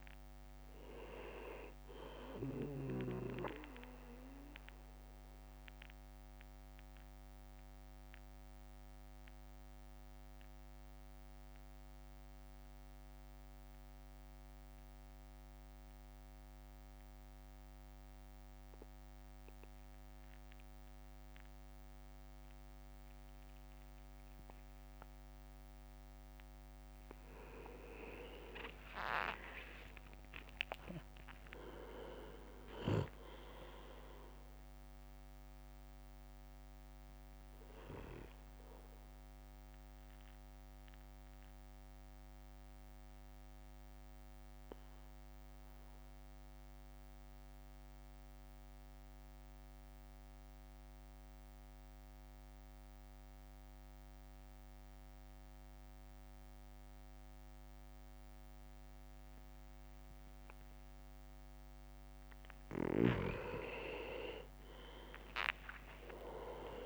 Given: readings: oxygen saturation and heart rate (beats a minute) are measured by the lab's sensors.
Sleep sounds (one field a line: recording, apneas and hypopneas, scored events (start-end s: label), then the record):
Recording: breathing in sleep by a microphone on the trachea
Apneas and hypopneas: 2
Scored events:
0.00-3.50 s: drop in pulse transit time (device-marked, heart rate 54 extreme)
3.50-26.00 s: mixed apnea (oxygen 99% before, 96% lowest, heart rate 57 before, 52 extreme, up 7 after)
27.50-30.00 s: leg movement (device-marked)
28.00-31.50 s: arousal
30.50-43.50 s: drop in pulse transit time (device-marked, heart rate 55 before, 52 extreme)
30.50-45.50 s: oxygen desaturation (device-marked, oxygen 100% before, 96% lowest, heart rate 55 before, 52 extreme)
32.50-35.00 s: leg movement (device-marked)
37.50-62.50 s: mixed apnea (oxygen 100% before, 95% lowest, heart rate 57 before, 52 extreme, up 8 after)
65.00-66.86 s: leg movement (device-marked)
65.50-66.86 s: arousal
From the record:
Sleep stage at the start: N2 (light sleep)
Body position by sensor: on the back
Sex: male